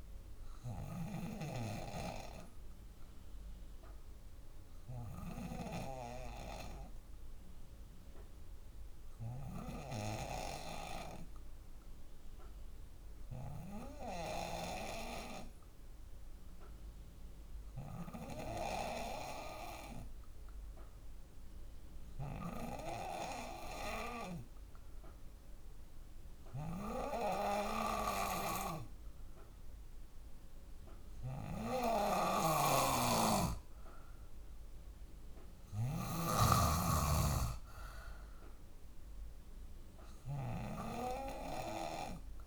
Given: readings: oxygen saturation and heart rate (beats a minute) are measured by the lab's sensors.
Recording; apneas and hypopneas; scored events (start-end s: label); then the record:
breathing in sleep by a room microphone; 1
0.00-5.00 s: snoring (device-marked)
0.00-8.50 s: drop in pulse transit time (device-marked, heart rate 59 extreme)
5.00-28.00 s: obstructive apnea (oxygen 94% before, 92% lowest, heart rate 60 before, 55 extreme, up 2 after)
26.50-42.46 s: oxygen desaturation (device-marked, oxygen 96% before, 92% lowest, heart rate 58 before, 55 extreme)
27.50-29.50 s: long interval between heartbeats (device-marked, heart rate 58 before, 57 extreme)
30.50-35.00 s: arousal
31.50-42.46 s: snoring (device-marked)
From the record:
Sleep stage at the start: N2 (light sleep); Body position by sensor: on the back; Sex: female